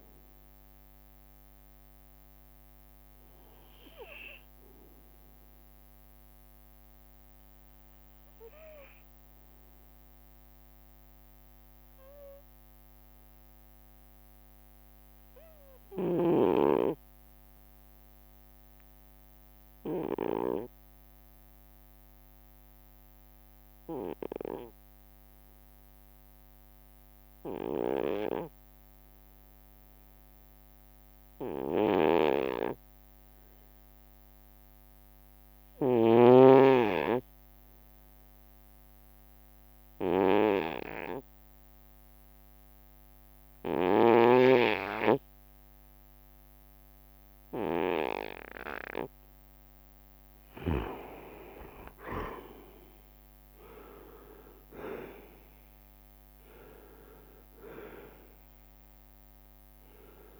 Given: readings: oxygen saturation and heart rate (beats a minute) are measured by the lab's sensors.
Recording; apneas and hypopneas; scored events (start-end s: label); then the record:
breathing in sleep by a microphone on the trachea; 1
0.00-8.00 s: bradycardia (device-marked)
0.00-11.00 s: oxygen desaturation (device-marked, oxygen 92% lowest)
9.50-50.00 s: obstructive apnea (oxygen 96% before, 86% lowest)
29.00-30.00 s: leg movement (device-marked)
33.00-34.50 s: leg movement (device-marked)
34.00-60.40 s: oxygen desaturation (device-marked, oxygen 98% before, 86% lowest)
35.00-39.00 s: leg movement (device-marked)
37.00-60.40 s: bradycardia (device-marked)
39.50-41.00 s: leg movement (device-marked)
41.50-43.50 s: long interval between heartbeats (device-marked)
41.50-44.00 s: leg movement (device-marked)
49.50-51.00 s: leg movement (device-marked)
52.00-54.00 s: long interval between heartbeats (device-marked)
52.50-57.50 s: arousal
From the record:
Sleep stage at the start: N2 (light sleep); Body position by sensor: on the right side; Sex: male